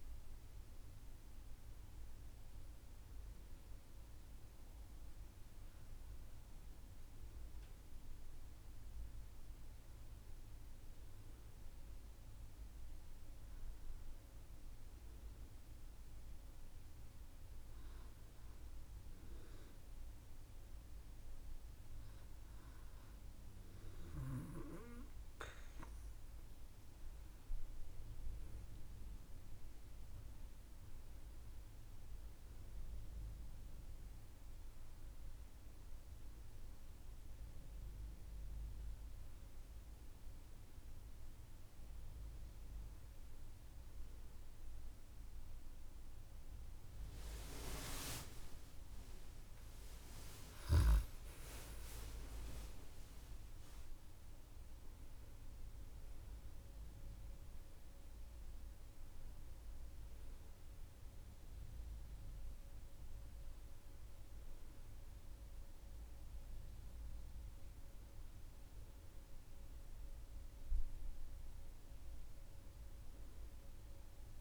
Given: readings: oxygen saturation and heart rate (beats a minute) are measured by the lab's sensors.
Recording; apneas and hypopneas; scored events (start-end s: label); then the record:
breathing in sleep by a room microphone; none
none scored
From the record:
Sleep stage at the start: N2 (light sleep); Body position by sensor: on the back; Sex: female